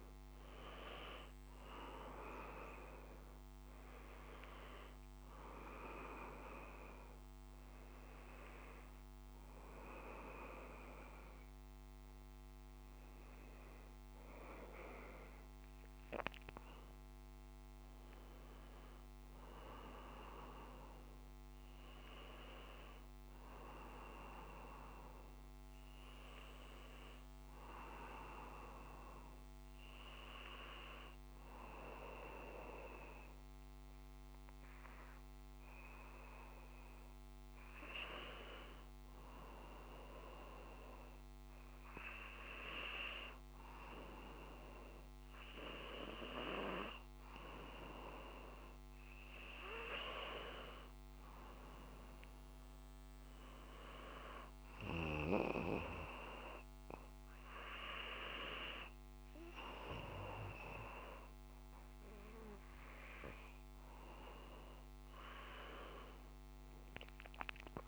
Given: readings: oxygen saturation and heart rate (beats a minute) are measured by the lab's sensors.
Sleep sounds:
a person partly awake in a sleep study, by a microphone on the trachea; none
16.00-46.00 s: new sleep stage, N1 (lightest sleep)
46.00-67.88 s: new sleep stage, N2 (light sleep)
From the record:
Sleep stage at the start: awake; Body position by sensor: on the back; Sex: male

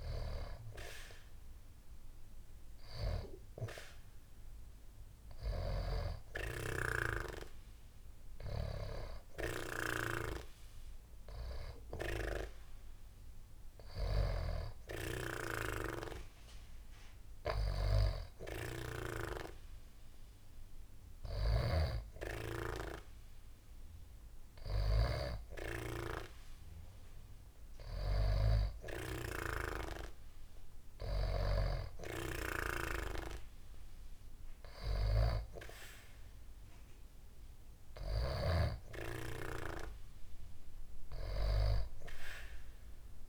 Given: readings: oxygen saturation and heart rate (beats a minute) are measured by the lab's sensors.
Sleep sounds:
breathing in sleep by a room microphone; none
none scored
From the record:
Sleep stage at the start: N2 (light sleep); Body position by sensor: on the back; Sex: female

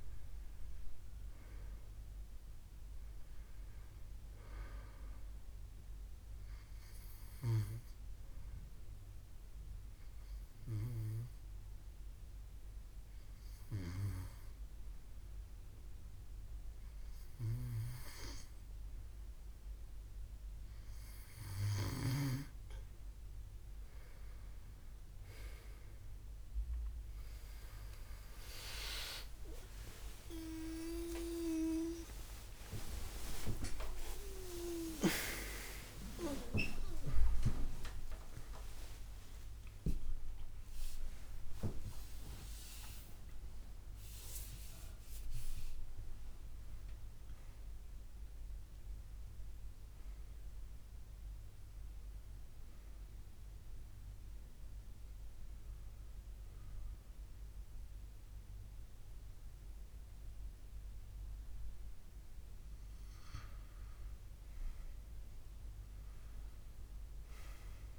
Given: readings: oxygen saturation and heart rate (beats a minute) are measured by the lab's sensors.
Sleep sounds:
a person partly awake in a sleep study, by a room microphone; 1
7.00-20.00 s: hypopnea (oxygen 96% before, 93% lowest, heart rate 73 before, 67 extreme, up 19 after)
24.50-54.50 s: new sleep stage, awake
54.50-67.99 s: new sleep stage, N1 (lightest sleep)
From the record:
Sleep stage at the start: N2 (light sleep); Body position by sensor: on the left side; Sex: male

